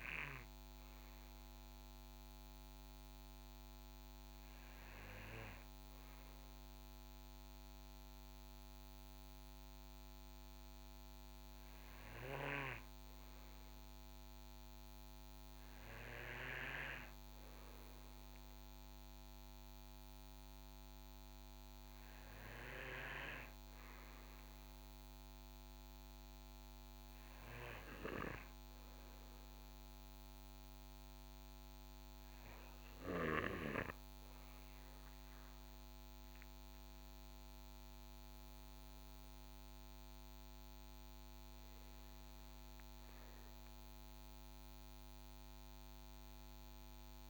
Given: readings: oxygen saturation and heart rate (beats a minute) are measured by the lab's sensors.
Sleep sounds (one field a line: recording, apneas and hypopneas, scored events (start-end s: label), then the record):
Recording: breathing in sleep by a microphone on the trachea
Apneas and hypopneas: none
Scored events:
none scored
From the record:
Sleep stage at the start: N2 (light sleep)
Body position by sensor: on the back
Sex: male